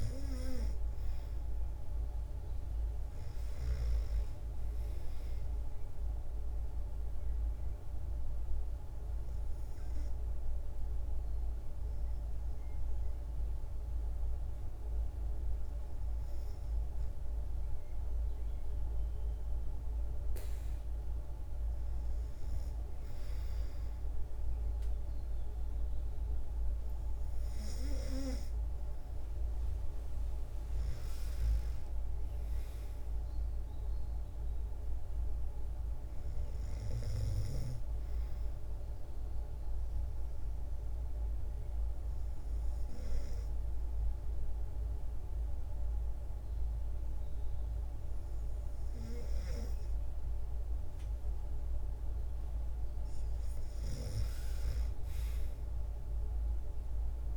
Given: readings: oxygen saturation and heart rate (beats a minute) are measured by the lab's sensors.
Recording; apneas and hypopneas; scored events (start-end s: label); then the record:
breathing in sleep by a room microphone; 2
6.00-19.50 s: hypopnea (oxygen 97% before, 93% lowest, heart rate 55 before, 53 extreme, up 3 after)
24.00-28.50 s: arousal
39.00-53.00 s: obstructive apnea (oxygen 96% before, 93% lowest, heart rate 56 before, 53 extreme, up 5 after)
53.00-57.37 s: snoring (device-marked)
55.00-57.37 s: arousal
From the record:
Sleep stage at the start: N2 (light sleep); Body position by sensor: on the back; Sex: female